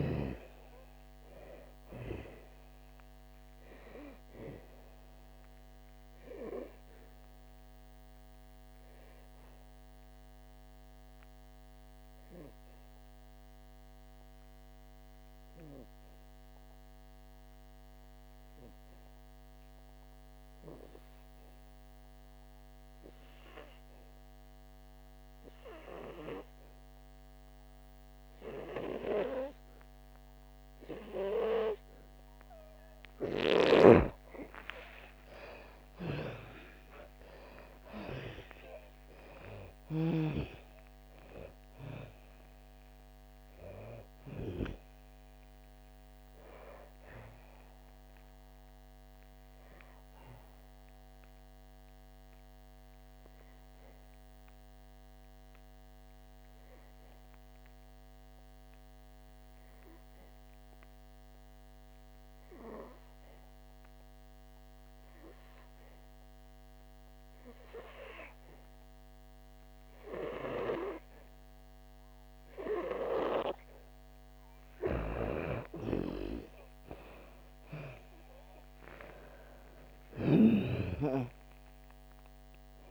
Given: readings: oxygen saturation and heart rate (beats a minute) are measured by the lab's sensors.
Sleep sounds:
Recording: breathing in sleep by a microphone on the trachea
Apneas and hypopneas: 2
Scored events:
0.00-1.00 s: arousal
0.00-25.50 s: oxygen desaturation (device-marked, oxygen 85% lowest, heart rate 57 extreme)
4.50-33.00 s: obstructive apnea (oxygen 99% before, 85% lowest, heart rate 65 before, 56 extreme, up 9 after)
30.50-62.50 s: oxygen desaturation (device-marked, oxygen 99% before, 85% lowest, heart rate 60 before, 56 extreme)
34.00-40.50 s: snoring (device-marked)
35.00-39.50 s: arousal
48.50-74.50 s: obstructive apnea (oxygen 99% before, 85% lowest, heart rate 69 before, 56 extreme, up 10 after)
77.00-81.00 s: arousal
From the record:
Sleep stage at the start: N2 (light sleep)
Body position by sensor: on the back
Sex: female

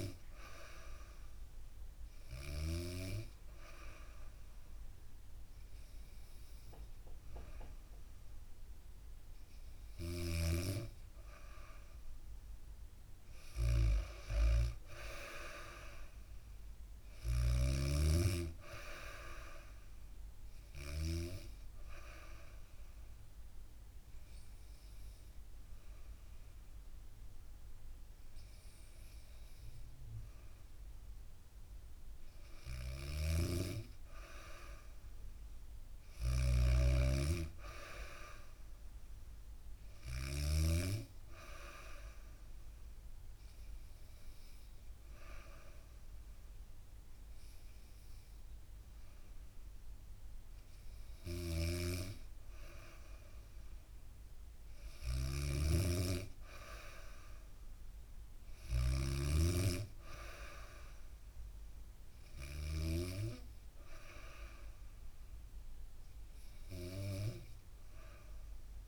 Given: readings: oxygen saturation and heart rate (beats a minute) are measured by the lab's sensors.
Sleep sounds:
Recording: breathing in sleep by a room microphone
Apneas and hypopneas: 1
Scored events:
0.00-2.00 s: snoring (device-marked)
9.00-20.50 s: snoring (device-marked)
21.00-31.50 s: hypopnea (oxygen 95% before, 93% lowest, heart rate 69 before, 65 extreme, up 1 after)
32.00-40.00 s: snoring (device-marked)
33.50-36.50 s: arousal
40.00-53.00 s: oxygen desaturation (device-marked, oxygen 96% before, 93% lowest, heart rate 67 before, 65 extreme)
50.50-62.00 s: snoring (device-marked)
From the record:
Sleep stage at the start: N2 (light sleep)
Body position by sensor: on the back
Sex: female

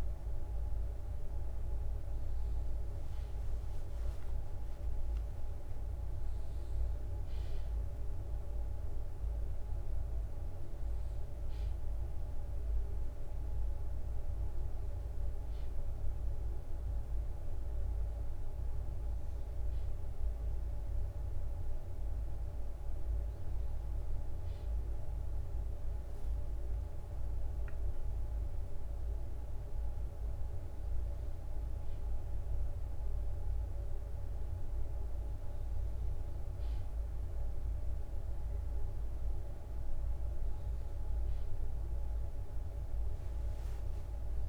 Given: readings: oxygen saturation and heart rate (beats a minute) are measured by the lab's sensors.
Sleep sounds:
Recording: a person awake in a sleep study, hard to hear, by a room microphone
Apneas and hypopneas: none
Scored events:
25.50-44.49 s: new sleep stage, N1 (lightest sleep)
From the record:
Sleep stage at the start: awake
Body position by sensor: on the back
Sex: male

